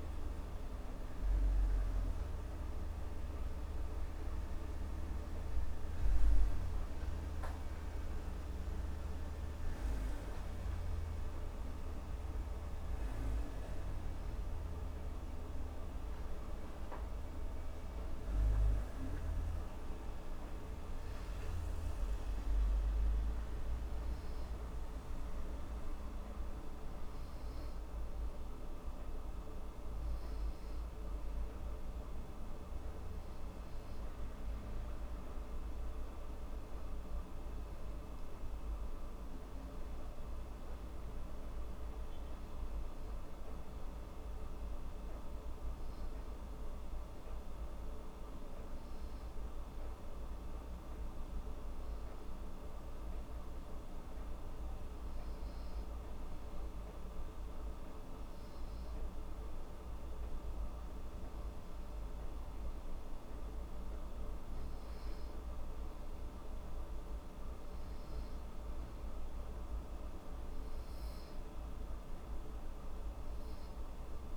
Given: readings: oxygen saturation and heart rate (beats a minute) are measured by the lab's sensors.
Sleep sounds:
breathing in sleep, hard to hear, by a room microphone; none
none scored
From the record:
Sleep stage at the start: N2 (light sleep); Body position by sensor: on the back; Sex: female

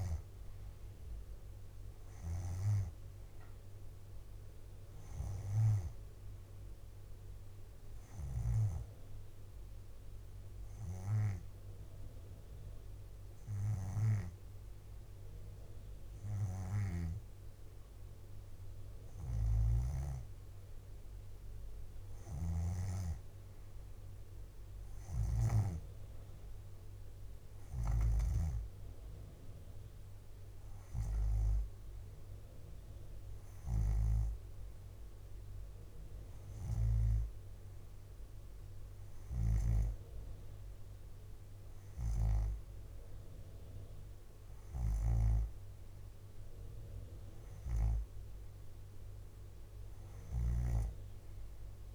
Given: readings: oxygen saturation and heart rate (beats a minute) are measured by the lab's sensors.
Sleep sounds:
breathing in sleep by a room microphone; 1
0.00-3.50 s: leg movement (device-marked)
4.50-11.00 s: leg movement (device-marked)
8.00-19.00 s: hypopnea (oxygen 92% before, 89% lowest, heart rate 64 before, 60 extreme, up 4 after)
16.50-20.00 s: snoring (device-marked)
22.00-25.50 s: snoring (device-marked)
23.50-27.00 s: arousal
27.50-37.00 s: snoring (device-marked)
39.00-51.95 s: snoring (device-marked)
50.50-51.95 s: leg movement (device-marked)
From the record:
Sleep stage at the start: N2 (light sleep); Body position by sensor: on the back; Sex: female

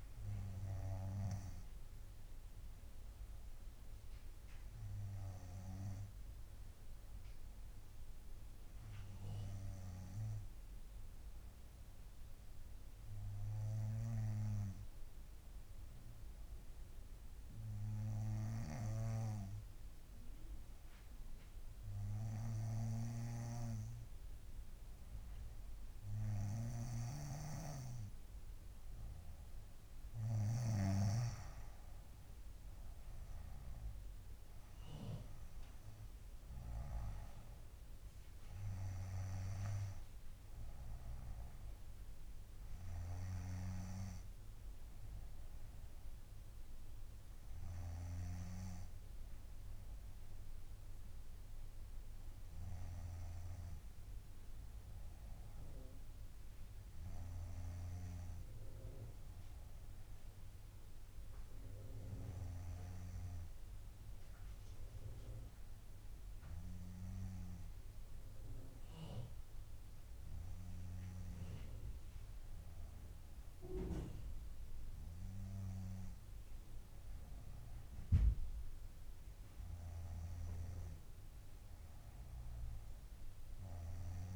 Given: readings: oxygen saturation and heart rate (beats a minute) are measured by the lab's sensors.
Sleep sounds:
breathing in sleep by a room microphone; 1
6.00-8.50 s: arousal
10.50-29.50 s: hypopnea (oxygen 97% before, 94% lowest, heart rate 65 before, 62 extreme, up 5 after)
23.50-31.50 s: snoring (device-marked)
31.50-34.00 s: arousal
From the record:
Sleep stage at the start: N2 (light sleep); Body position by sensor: on the front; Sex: female

